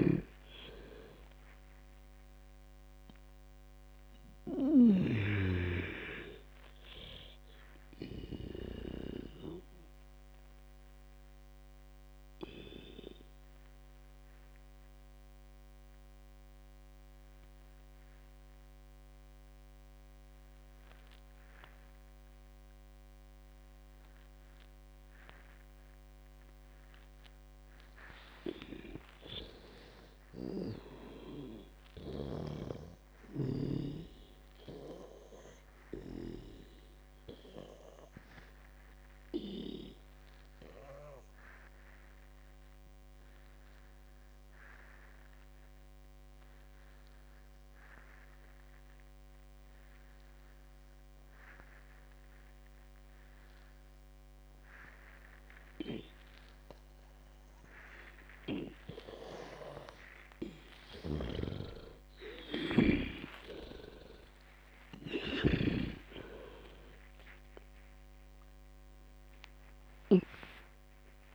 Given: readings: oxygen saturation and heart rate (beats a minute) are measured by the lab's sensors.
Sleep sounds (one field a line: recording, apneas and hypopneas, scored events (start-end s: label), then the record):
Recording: breathing in sleep by a microphone on the trachea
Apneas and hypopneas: 2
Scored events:
0.00-9.50 s: snoring (device-marked)
0.00-21.00 s: oxygen desaturation (device-marked, oxygen 89% lowest, heart rate 56 extreme)
6.50-27.50 s: mixed apnea (oxygen 98% before, 89% lowest, heart rate 68 before, 56 extreme, up 23 after)
29.00-33.00 s: arousal
31.00-34.50 s: snoring (device-marked)
36.00-53.00 s: oxygen desaturation (device-marked, oxygen 98% before, 94% lowest, heart rate 64 before, 57 extreme)
40.50-56.50 s: obstructive apnea (oxygen 99% before, 91% lowest, heart rate 67 before, 57 extreme, up 60 after)
61.00-71.35 s: oxygen desaturation (device-marked, oxygen 97% before, 91% lowest, heart rate 61 before, 55 extreme)
61.50-66.50 s: arousal
61.50-71.00 s: snoring (device-marked)
From the record:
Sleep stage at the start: N2 (light sleep)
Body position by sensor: on the back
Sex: female